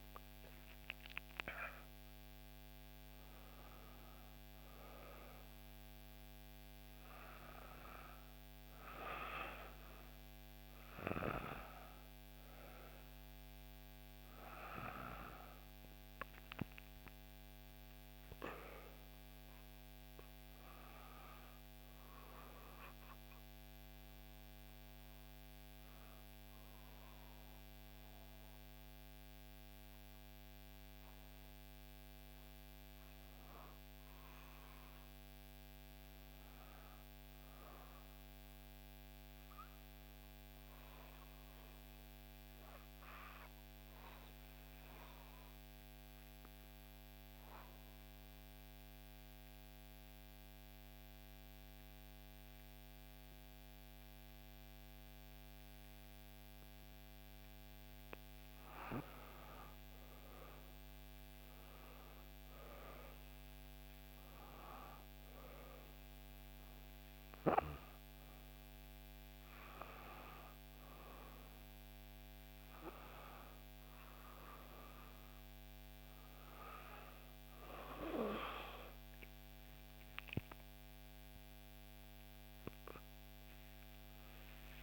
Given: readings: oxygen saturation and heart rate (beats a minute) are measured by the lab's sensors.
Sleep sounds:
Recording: breathing in sleep by a microphone on the trachea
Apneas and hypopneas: 2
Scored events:
0.00-14.00 s: oxygen desaturation (device-marked, oxygen 89% lowest, heart rate 61 extreme)
19.00-84.83 s: new sleep stage, N2 (light sleep)
24.00-34.00 s: obstructive apnea (oxygen 98% before, 90% lowest, heart rate 64 before, 60 extreme, up 2 after)
36.00-40.00 s: arousal
43.00-82.00 s: oxygen desaturation (device-marked, oxygen 98% before, 90% lowest, heart rate 63 before, 60 extreme)
47.50-58.00 s: obstructive apnea (oxygen 98% before, 90% lowest, heart rate 62 before, 60 extreme, up 4 after)
59.00-62.50 s: arousal
From the record:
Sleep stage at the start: N1 (lightest sleep)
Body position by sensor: on the back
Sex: female

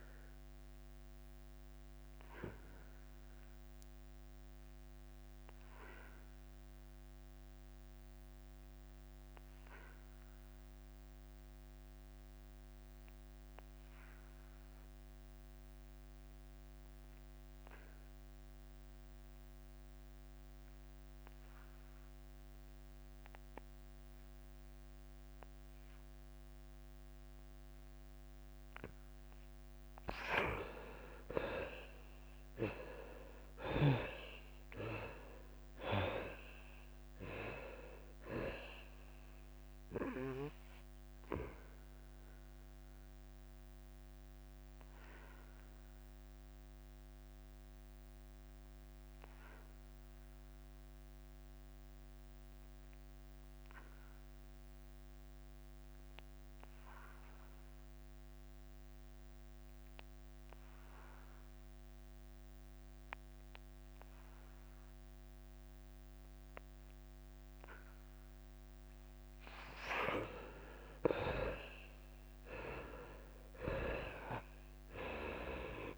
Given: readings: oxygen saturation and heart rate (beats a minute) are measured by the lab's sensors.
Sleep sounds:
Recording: breathing in sleep by a microphone on the trachea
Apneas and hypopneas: 2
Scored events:
0.00-11.00 s: oxygen desaturation (device-marked, oxygen 88% lowest, heart rate 84 extreme)
1.00-30.50 s: obstructive apnea (oxygen 97% before, 74% lowest, heart rate 88 before, 87 extreme, up 7 after)
13.00-20.00 s: oxygen desaturation (device-marked, oxygen 94% before, 88% lowest, heart rate 88 before, 87 extreme)
32.00-46.00 s: drop in pulse transit time (device-marked, heart rate 88 before, 90 extreme)
33.50-37.50 s: arousal
39.00-62.00 s: oxygen desaturation (device-marked, oxygen 94% before, 74% lowest, heart rate 90 before, 85 extreme)
44.00-69.00 s: obstructive apnea (oxygen 97% before, 74% lowest, heart rate 91 before, 85 extreme, up 6 after)
72.00-75.00 s: arousal
72.00-75.98 s: drop in pulse transit time (device-marked, heart rate 88 before, 87 extreme)
From the record:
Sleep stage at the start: N2 (light sleep)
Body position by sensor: on the back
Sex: male

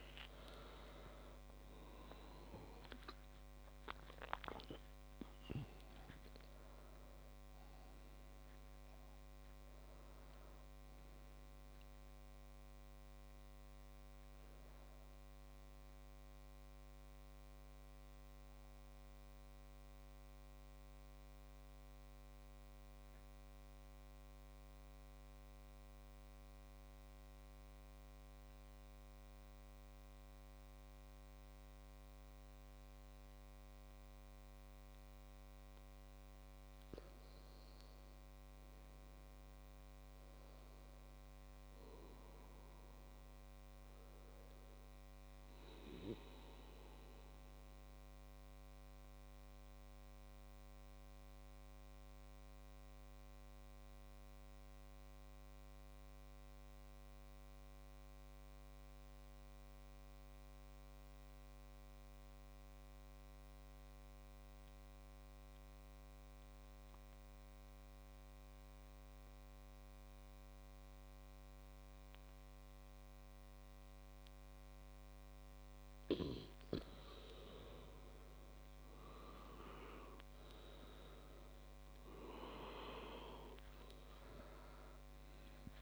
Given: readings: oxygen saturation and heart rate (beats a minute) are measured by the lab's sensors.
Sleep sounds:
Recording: breathing in sleep by a microphone on the trachea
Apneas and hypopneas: 2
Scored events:
0.00-2.00 s: arousal
0.00-23.50 s: oxygen desaturation (device-marked, oxygen 93% lowest)
19.50-36.00 s: central apnea (oxygen 98% before, 95% lowest, heart rate 47 before, 35 extreme, up 1 after)
37.50-41.00 s: arousal
48.50-76.00 s: mixed apnea (oxygen 100% before, 95% lowest)
75.50-85.82 s: oxygen desaturation (device-marked, oxygen 99% before, 95% lowest)
78.50-83.00 s: arousal
From the record:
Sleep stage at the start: N2 (light sleep)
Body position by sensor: on the back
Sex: male

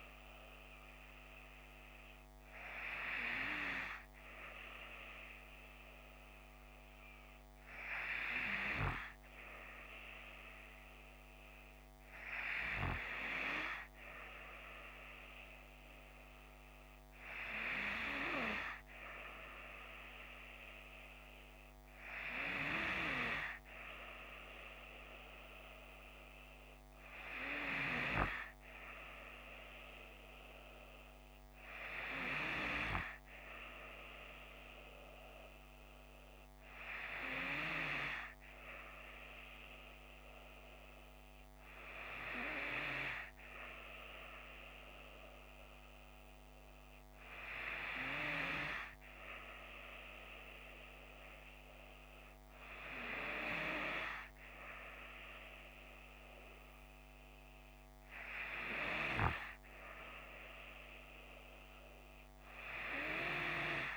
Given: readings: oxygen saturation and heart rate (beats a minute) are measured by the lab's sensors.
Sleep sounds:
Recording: breathing in sleep by a microphone on the trachea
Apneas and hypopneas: none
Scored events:
none scored
From the record:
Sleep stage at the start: N2 (light sleep)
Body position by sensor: on the left side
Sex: female

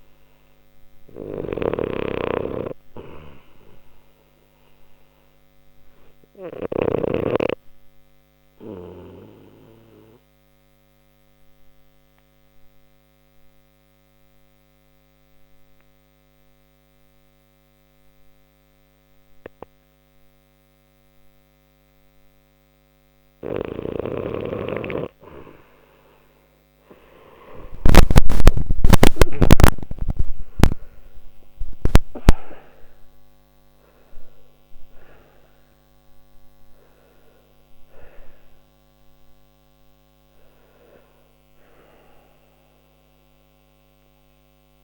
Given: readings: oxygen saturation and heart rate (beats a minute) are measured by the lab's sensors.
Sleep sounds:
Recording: breathing in sleep by a microphone on the trachea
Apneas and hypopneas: 1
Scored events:
0.00-2.50 s: arousal
0.00-6.50 s: snoring (device-marked)
0.00-11.50 s: oxygen desaturation (device-marked, oxygen 90% lowest, heart rate 59 extreme)
7.00-23.00 s: obstructive apnea (oxygen 94% before, 92% lowest, heart rate 62 before, 59 extreme, up 1 after)
27.50-32.50 s: arousal
From the record:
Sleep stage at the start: N2 (light sleep)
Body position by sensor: on the left side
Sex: male

